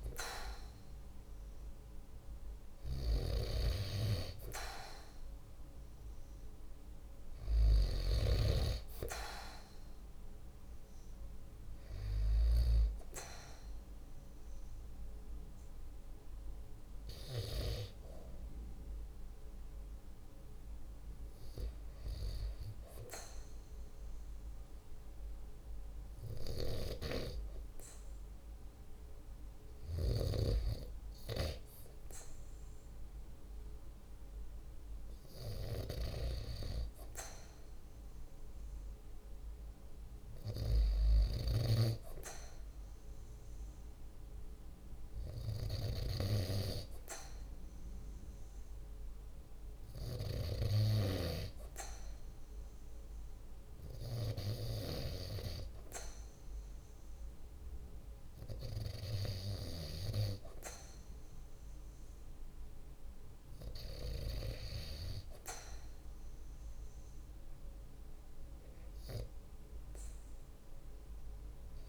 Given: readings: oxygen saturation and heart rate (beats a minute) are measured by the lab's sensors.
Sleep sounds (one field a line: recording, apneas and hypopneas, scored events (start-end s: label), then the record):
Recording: breathing in sleep by a room microphone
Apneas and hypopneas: none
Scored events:
none scored
From the record:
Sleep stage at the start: REM sleep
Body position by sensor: on the right side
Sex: male